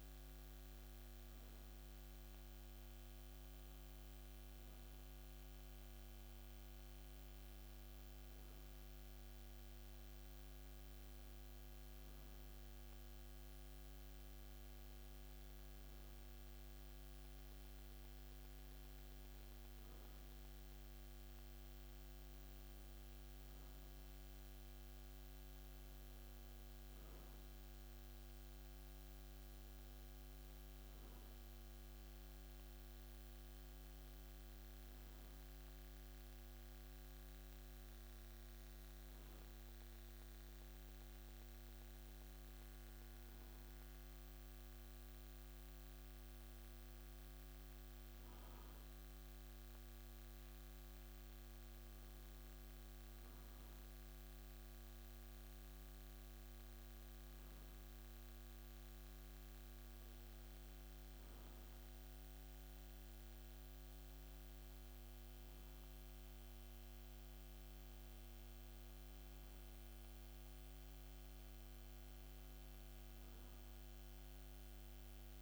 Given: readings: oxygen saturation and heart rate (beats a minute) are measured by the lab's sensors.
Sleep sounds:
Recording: a person awake in a sleep study, hard to hear, by a microphone on the trachea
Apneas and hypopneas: none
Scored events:
none scored
From the record:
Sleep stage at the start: awake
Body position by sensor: on the back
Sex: male

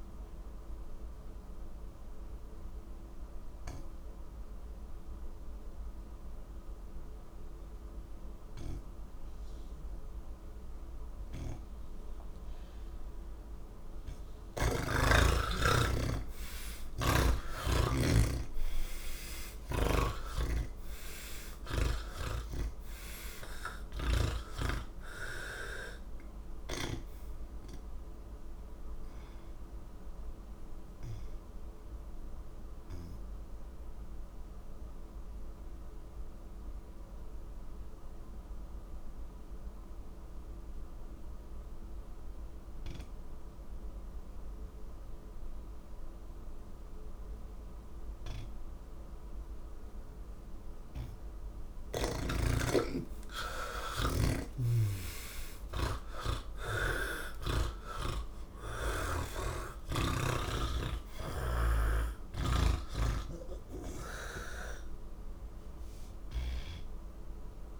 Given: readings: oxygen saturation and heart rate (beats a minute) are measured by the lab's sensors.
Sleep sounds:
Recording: breathing in sleep by a room microphone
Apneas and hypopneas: none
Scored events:
0.00-6.50 s: oxygen desaturation (device-marked, oxygen 65% lowest, heart rate 56 extreme)
54.00-57.50 s: snoring (device-marked)
From the record:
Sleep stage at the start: N2 (light sleep)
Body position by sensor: on the back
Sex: male

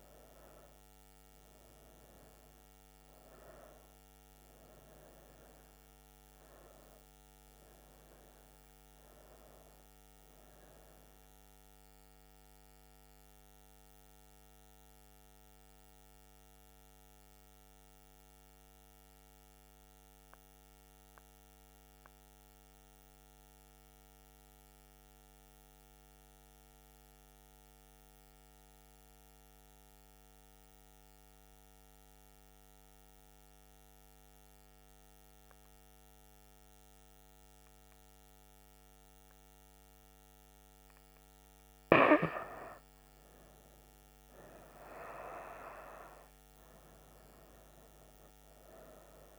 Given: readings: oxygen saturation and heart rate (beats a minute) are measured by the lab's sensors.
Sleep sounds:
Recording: breathing in sleep by a microphone on the trachea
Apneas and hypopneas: 1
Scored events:
0.00-13.00 s: oxygen desaturation (device-marked, oxygen 92% lowest, heart rate 65 extreme)
11.50-41.00 s: mixed apnea (oxygen 97% before, 92% lowest, heart rate 79 before, 65 extreme, up 6 after)
39.00-49.39 s: oxygen desaturation (device-marked, oxygen 98% before, 92% lowest, heart rate 71 before, 67 extreme)
42.50-47.50 s: arousal
From the record:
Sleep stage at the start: N2 (light sleep)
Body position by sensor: on the back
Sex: female

